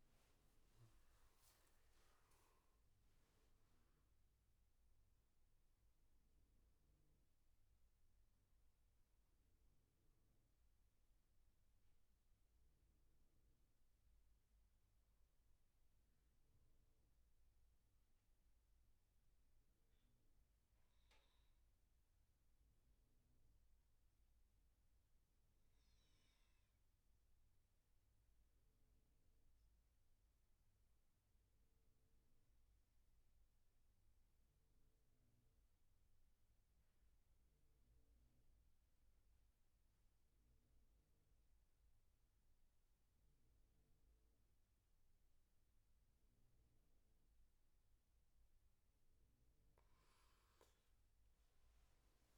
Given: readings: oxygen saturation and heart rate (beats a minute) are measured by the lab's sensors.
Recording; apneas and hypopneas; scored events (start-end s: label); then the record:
breathing in sleep, hard to hear, by a room microphone; 1
0.00-1.00 s: arousal
0.00-11.00 s: oxygen desaturation (device-marked, oxygen 94% lowest, heart rate 62 extreme)
17.00-47.50 s: obstructive apnea (oxygen 98% before, 91% lowest, heart rate 74 before, 66 extreme, up 12 after)
43.00-52.38 s: oxygen desaturation (device-marked, oxygen 99% before, 92% lowest, heart rate 72 before, 66 extreme)
50.50-52.38 s: arousal
From the record:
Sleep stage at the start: N2 (light sleep); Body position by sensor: on the back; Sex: male